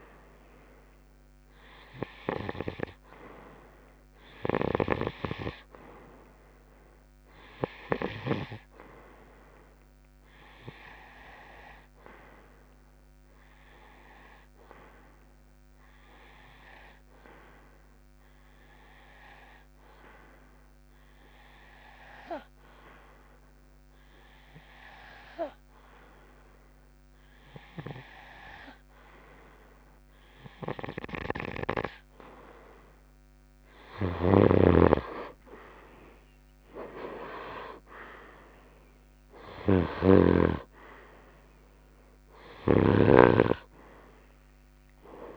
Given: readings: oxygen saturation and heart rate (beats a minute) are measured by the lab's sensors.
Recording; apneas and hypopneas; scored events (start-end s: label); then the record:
breathing in sleep by a microphone on the trachea; 1
0.00-4.00 s: arousal
12.50-32.00 s: hypopnea (oxygen 95% before, 89% lowest)
34.00-37.00 s: arousal
34.50-43.50 s: snoring (device-marked)
36.50-45.37 s: oxygen desaturation (device-marked, oxygen 92% before, 89% lowest)
From the record:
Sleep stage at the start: REM sleep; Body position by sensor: on the right side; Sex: male